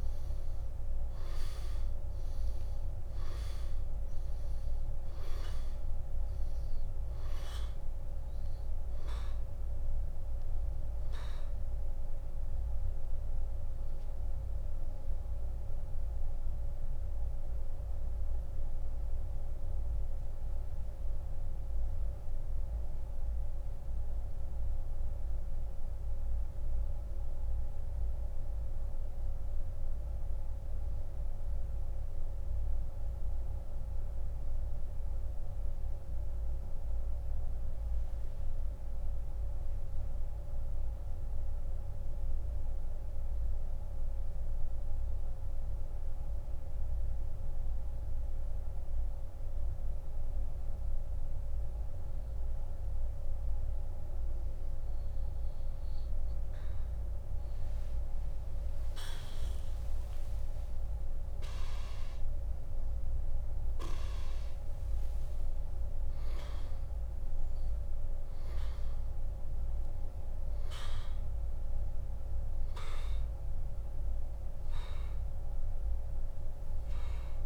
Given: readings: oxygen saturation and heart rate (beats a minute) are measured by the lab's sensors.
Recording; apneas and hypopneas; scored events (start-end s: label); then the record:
breathing in sleep, hard to hear, by a room microphone; 1
8.00-47.00 s: oxygen desaturation (device-marked, oxygen 95% before, 83% lowest)
16.00-54.50 s: central apnea (oxygen 98% before, 83% lowest)
60.00-65.50 s: arousal
64.00-77.46 s: oxygen desaturation (device-marked, oxygen 98% before, 86% lowest)
From the record:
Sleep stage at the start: N2 (light sleep); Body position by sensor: on the back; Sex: male